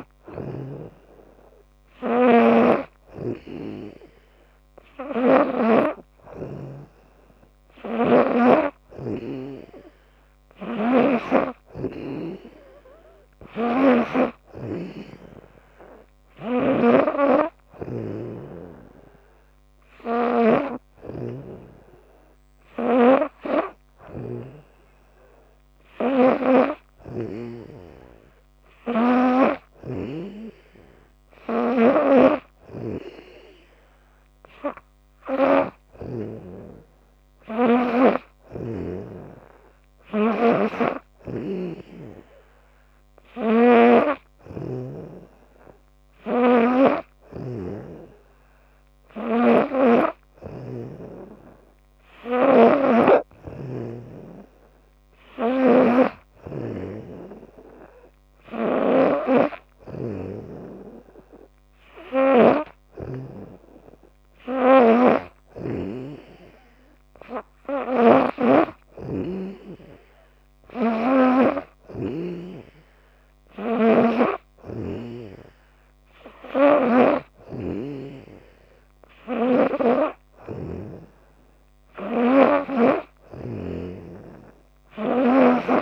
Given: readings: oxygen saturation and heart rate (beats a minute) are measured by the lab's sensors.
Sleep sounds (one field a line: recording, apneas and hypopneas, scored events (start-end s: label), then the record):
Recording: breathing in sleep by a microphone on the trachea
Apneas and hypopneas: none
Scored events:
7.50-14.00 s: snoring (device-marked)
16.00-30.00 s: snoring (device-marked)
32.00-36.00 s: snoring (device-marked)
43.00-50.50 s: snoring (device-marked)
55.00-62.50 s: snoring (device-marked)
64.50-75.00 s: snoring (device-marked)
77.00-83.50 s: snoring (device-marked)
From the record:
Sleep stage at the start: N2 (light sleep)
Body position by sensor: on the back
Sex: female